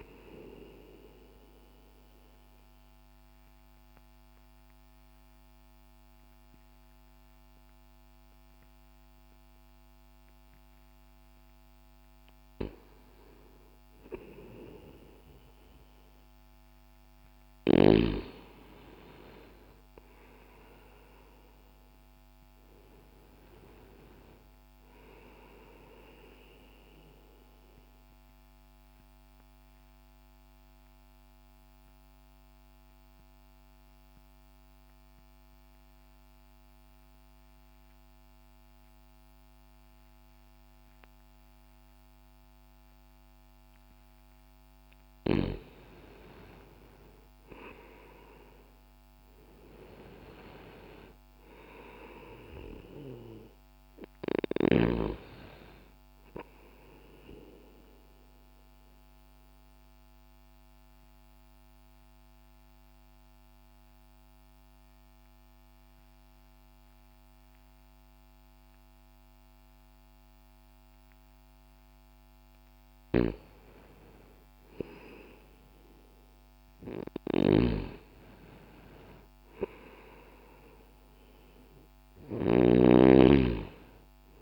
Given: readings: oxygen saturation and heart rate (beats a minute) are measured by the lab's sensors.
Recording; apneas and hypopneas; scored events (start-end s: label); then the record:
breathing in sleep by a microphone on the trachea; 3
1.50-12.00 s: obstructive apnea (oxygen 95% before, 84% lowest, heart rate 62 before, 60 extreme, up 1 after)
2.50-17.50 s: oxygen desaturation (device-marked, oxygen 95% before, 87% lowest, heart rate 62 before, 60 extreme)
18.00-21.50 s: arousal
26.50-48.50 s: oxygen desaturation (device-marked, oxygen 94% before, 87% lowest, heart rate 61 before, 60 extreme)
27.50-43.50 s: mixed apnea (oxygen 95% before, 84% lowest, heart rate 61 before, 60 extreme, up 0 after)
46.00-51.00 s: arousal
58.50-71.50 s: obstructive apnea (oxygen 97% before, 84% lowest, heart rate 60 before, 59 extreme, up 2 after)
58.50-75.50 s: oxygen desaturation (device-marked, oxygen 97% before, 84% lowest, heart rate 60 before, 59 extreme)
74.50-80.00 s: arousal
From the record:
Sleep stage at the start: N2 (light sleep); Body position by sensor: on the left side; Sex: male